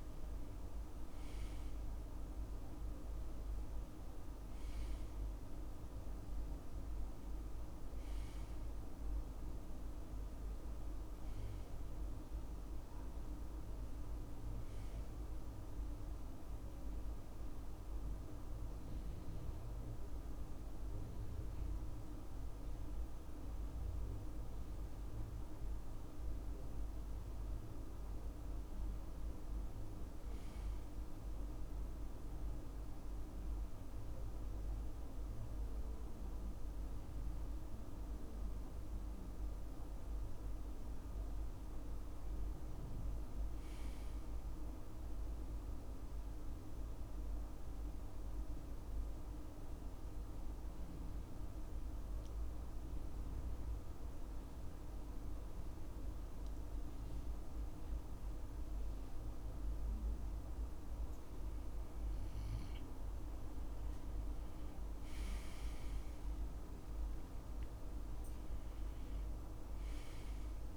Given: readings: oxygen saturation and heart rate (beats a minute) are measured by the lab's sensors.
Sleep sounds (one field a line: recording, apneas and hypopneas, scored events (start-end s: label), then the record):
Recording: breathing in sleep, hard to hear, by a room microphone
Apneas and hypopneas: 2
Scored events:
0.00-24.00 s: oxygen desaturation (device-marked, oxygen 90% lowest, heart rate 64 extreme)
17.00-29.00 s: obstructive apnea (oxygen 96% before, 90% lowest, heart rate 70 before, 64 extreme, up 4 after)
31.00-35.00 s: arousal
47.00-62.00 s: obstructive apnea (oxygen 99% before, 90% lowest, heart rate 67 before, 66 extreme, up 6 after)
64.50-69.00 s: arousal
From the record:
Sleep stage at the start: N2 (light sleep)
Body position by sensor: on the right side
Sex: male